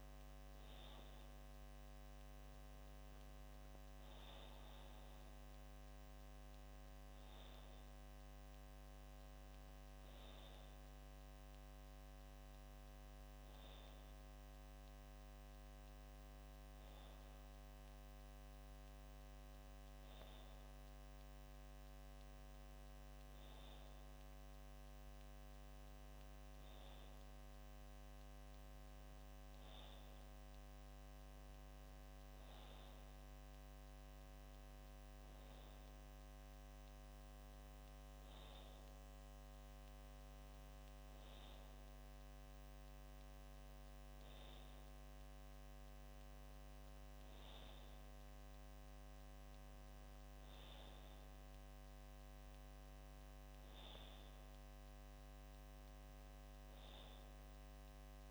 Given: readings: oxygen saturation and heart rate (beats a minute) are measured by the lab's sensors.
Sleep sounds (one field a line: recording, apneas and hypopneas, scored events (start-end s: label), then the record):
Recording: breathing in sleep, hard to hear, by a microphone on the trachea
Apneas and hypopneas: none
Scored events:
none scored
From the record:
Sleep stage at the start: N2 (light sleep)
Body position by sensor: on the back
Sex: male